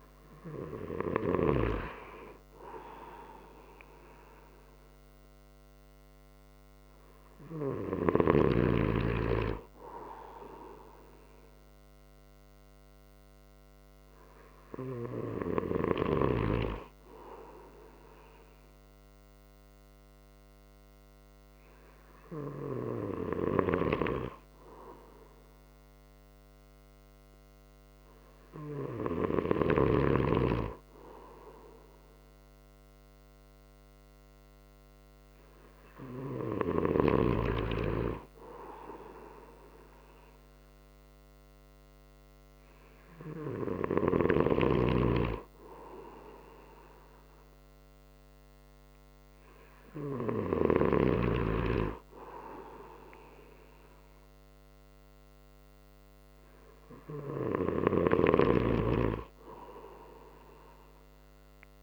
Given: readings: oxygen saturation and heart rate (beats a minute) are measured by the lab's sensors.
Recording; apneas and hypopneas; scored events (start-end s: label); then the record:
breathing in sleep by a microphone on the trachea; none
23.50-30.00 s: snoring (device-marked)
From the record:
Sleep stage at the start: N2 (light sleep); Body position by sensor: on the right side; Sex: male